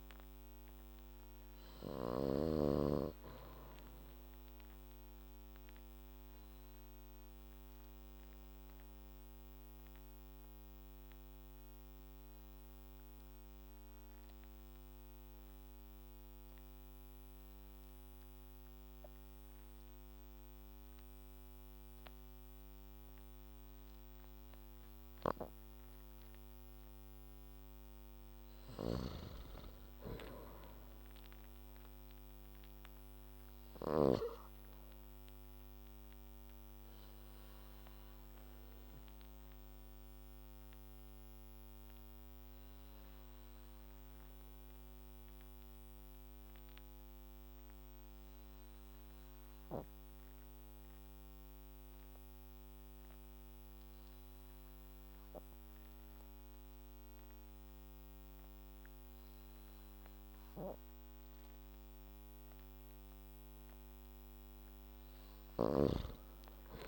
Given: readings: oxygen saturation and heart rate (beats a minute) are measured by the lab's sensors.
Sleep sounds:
breathing in sleep by a microphone on the trachea; 2
0.00-1.00 s: arousal
0.00-2.50 s: snoring (device-marked)
7.00-25.50 s: obstructive apnea (oxygen 99% before, 87% lowest, heart rate 56 before, 51 extreme, up 3 after)
14.00-29.00 s: oxygen desaturation (device-marked, oxygen 96% before, 87% lowest, heart rate 57 before, 51 extreme)
29.00-34.50 s: snoring (device-marked)
30.00-33.50 s: arousal
39.50-62.50 s: obstructive apnea (oxygen 97% before, 87% lowest, heart rate 57 before, 51 extreme, up 5 after)
48.00-62.00 s: oxygen desaturation (device-marked, oxygen 95% before, 89% lowest, heart rate 57 before, 55 extreme)
64.00-66.50 s: arousal
From the record:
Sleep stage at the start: N2 (light sleep); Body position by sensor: on the back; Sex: male

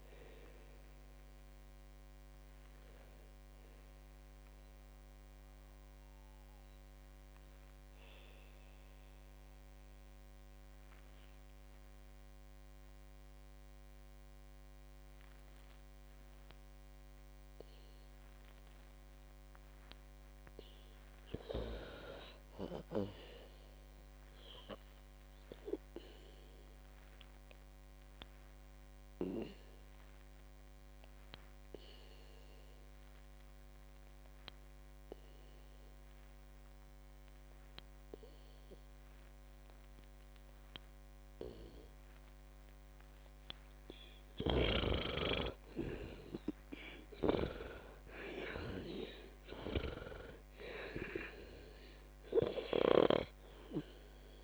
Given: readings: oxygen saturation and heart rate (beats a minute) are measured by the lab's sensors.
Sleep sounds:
breathing in sleep by a microphone on the trachea; 2
0.00-19.00 s: oxygen desaturation (device-marked, oxygen 90% lowest, heart rate 55 extreme)
1.00-19.00 s: obstructive apnea (oxygen 98% before, 90% lowest, heart rate 74 before, 55 extreme, up 11 after)
22.00-24.50 s: arousal
27.00-42.50 s: obstructive apnea (oxygen 99% before, 90% lowest, heart rate 58 before, 55 extreme, up 10 after)
45.00-49.50 s: arousal
51.00-54.44 s: oxygen desaturation (device-marked, oxygen 97% before, 92% lowest, heart rate 62 before, 54 extreme)
From the record:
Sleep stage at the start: N2 (light sleep); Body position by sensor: on the back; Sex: female

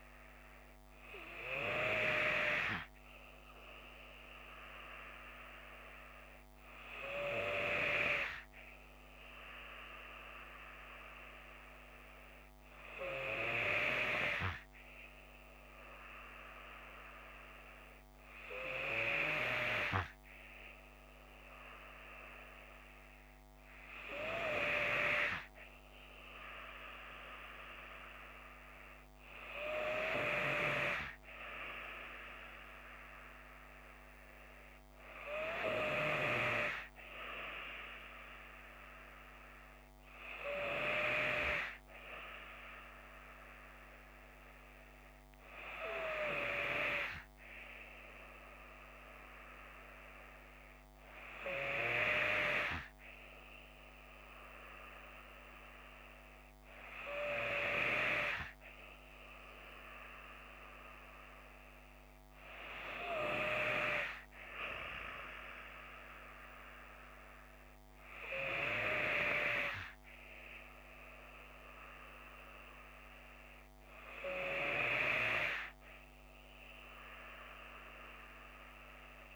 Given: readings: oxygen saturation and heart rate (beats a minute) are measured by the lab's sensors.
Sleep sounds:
breathing in sleep by a microphone on the trachea; none
none scored
From the record:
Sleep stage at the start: N2 (light sleep); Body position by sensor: on the left side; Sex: female

